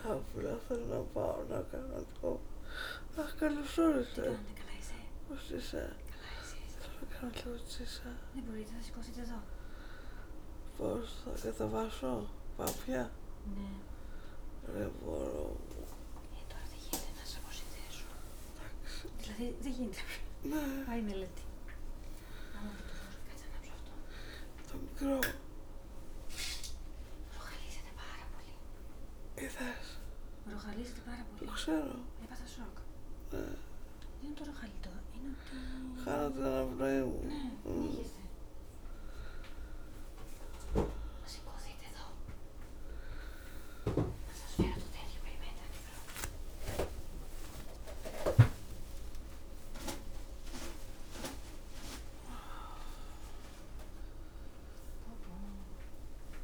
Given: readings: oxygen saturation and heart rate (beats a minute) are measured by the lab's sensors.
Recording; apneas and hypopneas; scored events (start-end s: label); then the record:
a person awake in a sleep study, by a room microphone; none
none scored
From the record:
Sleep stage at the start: awake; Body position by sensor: on the back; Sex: female